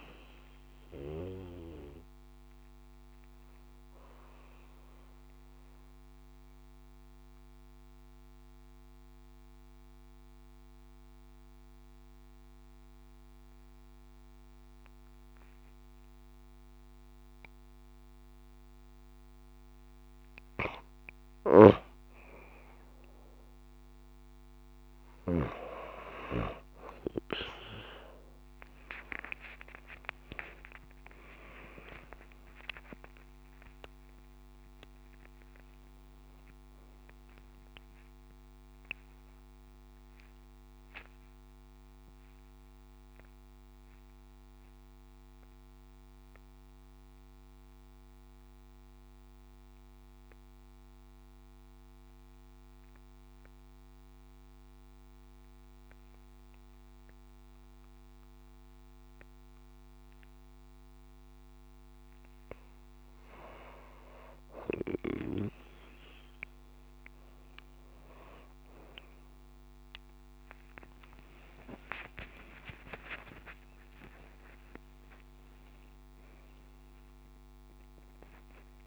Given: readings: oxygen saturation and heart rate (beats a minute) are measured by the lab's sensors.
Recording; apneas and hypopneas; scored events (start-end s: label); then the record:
breathing in sleep by a microphone on the trachea; 2
0.00-16.50 s: oxygen desaturation (device-marked, oxygen 92% lowest)
5.00-20.00 s: mixed apnea (oxygen 98% before, 92% lowest)
22.50-27.50 s: arousal
25.00-27.00 s: long interval between heartbeats (device-marked)
29.00-31.00 s: long interval between heartbeats (device-marked)
39.00-63.00 s: obstructive apnea (oxygen 96% before, 93% lowest)
68.50-73.50 s: arousal
71.00-73.00 s: long interval between heartbeats (device-marked, heart rate 34 before, 111 extreme)
74.50-76.50 s: long interval between heartbeats (device-marked, heart rate 40 before, 57 extreme)
From the record:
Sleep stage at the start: N2 (light sleep); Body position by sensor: on the back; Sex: female